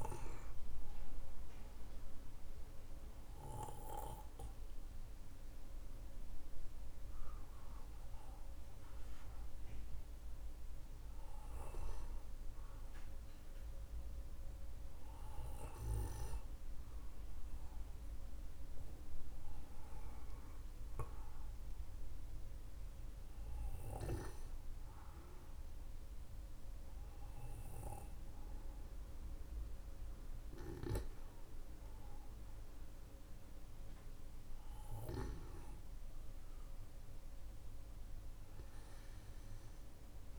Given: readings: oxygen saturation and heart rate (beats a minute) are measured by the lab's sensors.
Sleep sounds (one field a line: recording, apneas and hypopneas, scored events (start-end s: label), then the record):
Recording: a person partly awake in a sleep study, by a room microphone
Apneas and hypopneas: none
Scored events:
11.00-40.39 s: new sleep stage, N1 (lightest sleep)
From the record:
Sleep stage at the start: awake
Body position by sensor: on the back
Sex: male